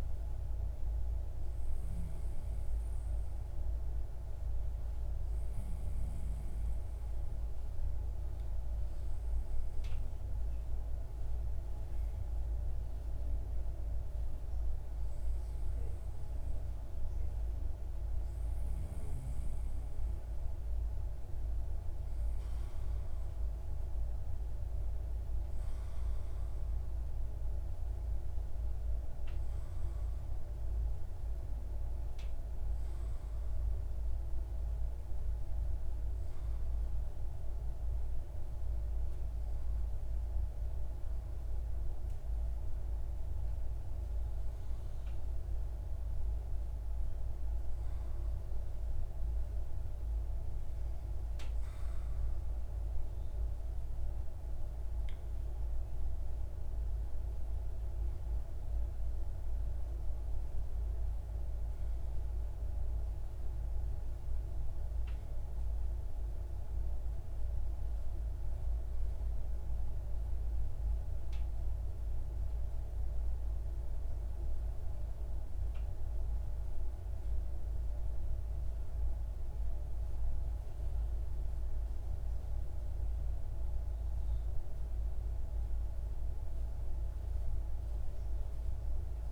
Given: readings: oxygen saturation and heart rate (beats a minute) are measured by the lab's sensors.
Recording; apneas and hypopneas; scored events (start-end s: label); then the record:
breathing in sleep, hard to hear, by a room microphone; 1
33.50-54.00 s: hypopnea (oxygen 95% before, 94% lowest)
56.00-59.50 s: arousal
From the record:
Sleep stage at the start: N2 (light sleep); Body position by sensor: on the left side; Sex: male